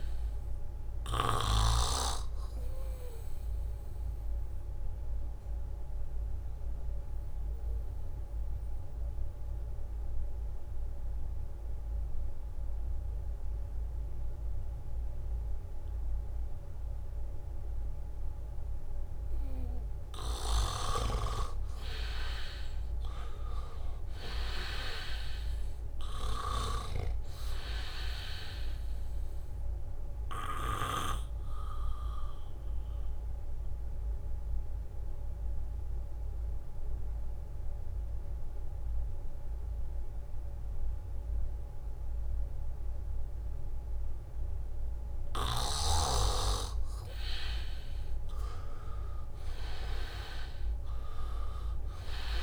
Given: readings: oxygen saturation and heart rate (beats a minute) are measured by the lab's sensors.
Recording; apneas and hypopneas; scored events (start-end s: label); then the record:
breathing in sleep by a room microphone; 2
0.00-14.00 s: oxygen desaturation (device-marked, oxygen 84% lowest, heart rate 75 extreme)
3.50-21.00 s: obstructive apnea (oxygen 97% before, 83% lowest, heart rate 78 before, 75 extreme, up 4 after)
19.00-41.00 s: oxygen desaturation (device-marked, oxygen 98% before, 83% lowest, heart rate 78 before, 77 extreme)
21.00-27.50 s: snoring (device-marked)
23.00-26.50 s: arousal
34.00-48.00 s: obstructive apnea (oxygen 98% before, 83% lowest, heart rate 78 before, 77 extreme, up 0 after)
50.50-52.42 s: arousal
51.00-52.42 s: oxygen desaturation (device-marked, oxygen 98% before, 92% lowest, heart rate 80 before, 77 extreme)
From the record:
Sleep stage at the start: N2 (light sleep); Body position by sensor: on the back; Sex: male